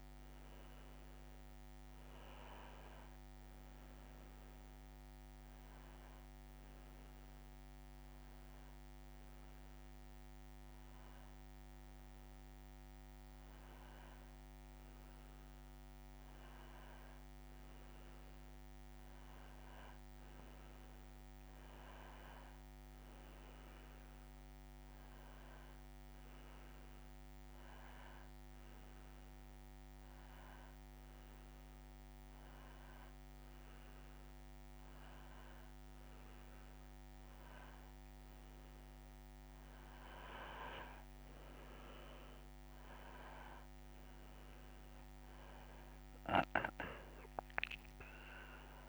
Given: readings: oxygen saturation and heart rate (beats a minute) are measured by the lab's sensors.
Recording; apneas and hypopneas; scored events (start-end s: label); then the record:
breathing in sleep by a microphone on the trachea; none
40.50-42.50 s: long interval between heartbeats (device-marked, heart rate 84 before, 92 extreme)
From the record:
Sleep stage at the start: N2 (light sleep); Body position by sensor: on the back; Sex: male